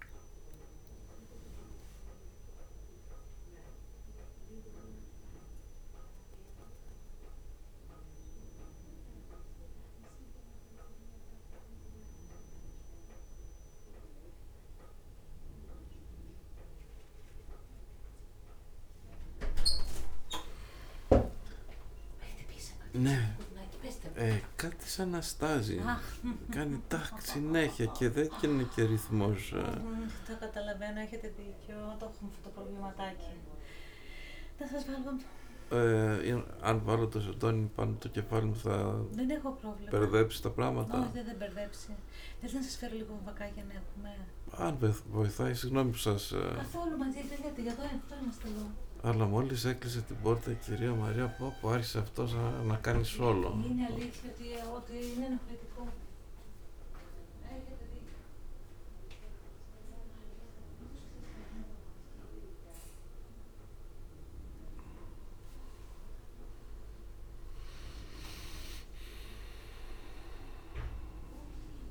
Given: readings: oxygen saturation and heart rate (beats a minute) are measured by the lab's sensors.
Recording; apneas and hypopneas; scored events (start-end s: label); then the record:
a person partly awake in a sleep study, by a room microphone; 1
0.00-12.00 s: drop in pulse transit time (device-marked, heart rate 64 extreme)
20.50-22.50 s: long interval between heartbeats (device-marked, heart rate 70 before, 79 extreme)
23.00-28.00 s: snoring (device-marked)
23.00-53.00 s: new sleep stage, awake
45.50-50.00 s: snoring (device-marked)
53.00-71.90 s: new sleep stage, N1 (lightest sleep)
56.00-66.00 s: central apnea (oxygen 97% before, 96% lowest, heart rate 69 before, 56 extreme, up 53 after)
64.00-69.00 s: tachycardia (device-marked, heart rate 62 before, 112 extreme)
67.00-69.00 s: long interval between heartbeats (device-marked, heart rate 68 before, 104 extreme)
67.50-70.50 s: arousal
From the record:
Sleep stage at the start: N1 (lightest sleep); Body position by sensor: on the back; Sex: male